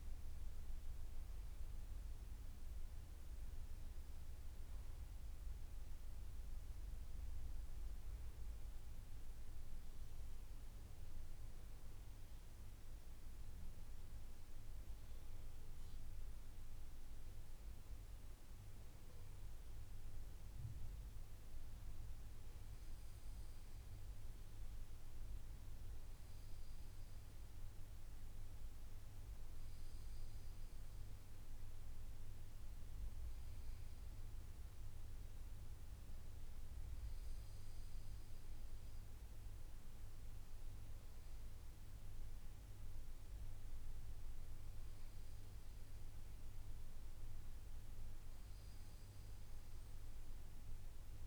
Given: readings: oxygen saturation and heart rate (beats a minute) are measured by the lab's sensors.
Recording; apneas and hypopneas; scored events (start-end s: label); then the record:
breathing in sleep, hard to hear, by a room microphone; none
none scored
From the record:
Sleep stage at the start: N2 (light sleep); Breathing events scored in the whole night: 132 in 5.7 hours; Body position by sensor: on the back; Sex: male